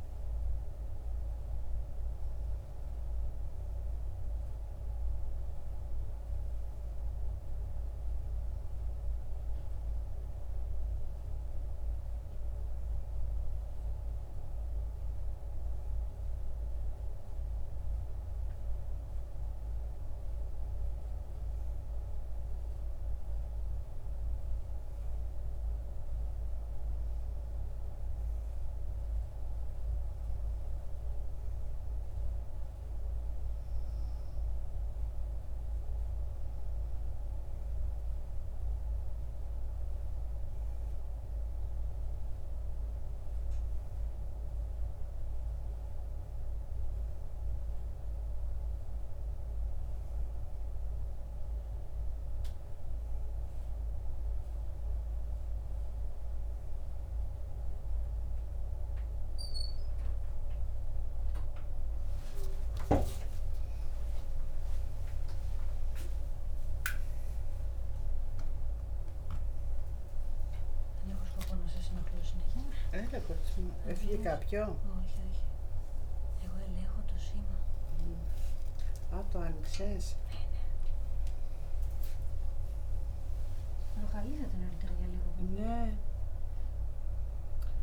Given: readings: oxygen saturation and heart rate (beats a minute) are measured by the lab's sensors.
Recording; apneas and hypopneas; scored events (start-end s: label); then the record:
a person awake in a sleep study, by a room microphone; none
none scored
From the record:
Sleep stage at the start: awake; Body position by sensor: on the right side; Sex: female